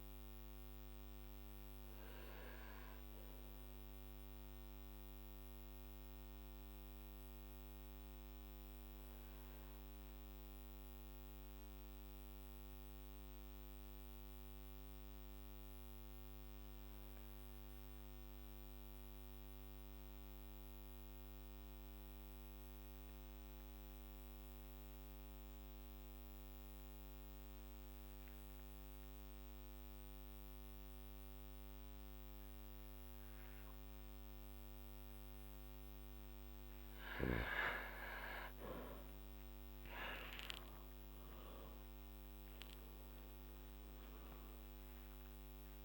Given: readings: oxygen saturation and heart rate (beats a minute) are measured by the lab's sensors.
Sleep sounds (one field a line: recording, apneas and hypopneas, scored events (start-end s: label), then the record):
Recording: breathing in sleep by a microphone on the trachea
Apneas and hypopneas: 1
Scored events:
0.50-36.00 s: obstructive apnea (oxygen 99% before, 95% lowest, heart rate 58 before, 51 extreme, up 12 after)
40.50-45.85 s: arousal
From the record:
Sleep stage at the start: N2 (light sleep)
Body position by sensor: on the back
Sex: male